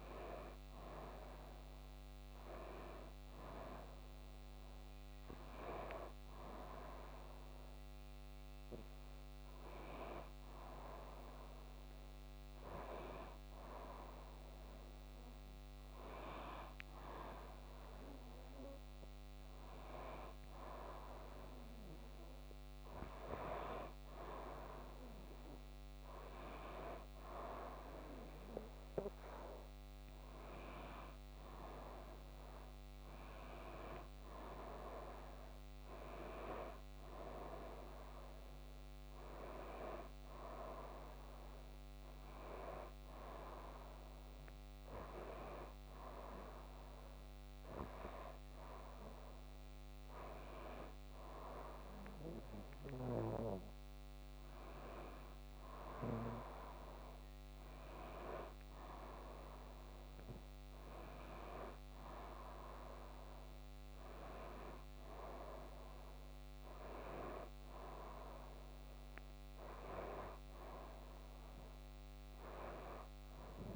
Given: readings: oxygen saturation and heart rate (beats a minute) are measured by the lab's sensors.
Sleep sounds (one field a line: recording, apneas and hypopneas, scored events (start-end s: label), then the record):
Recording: breathing in sleep by a microphone on the trachea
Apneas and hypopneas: none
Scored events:
none scored
From the record:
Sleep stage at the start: N2 (light sleep)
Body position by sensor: on the back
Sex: female